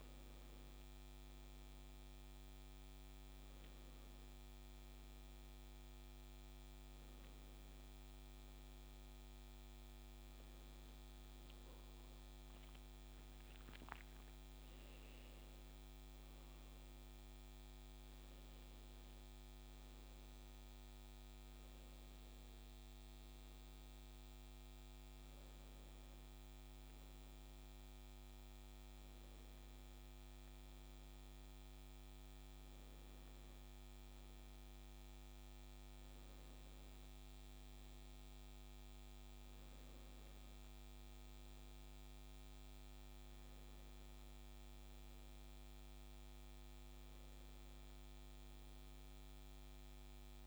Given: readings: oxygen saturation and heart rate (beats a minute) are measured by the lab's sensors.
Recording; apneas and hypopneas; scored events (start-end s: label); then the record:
a person awake in a sleep study, hard to hear, by a microphone on the trachea; none
none scored
From the record:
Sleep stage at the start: awake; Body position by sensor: on the left side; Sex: male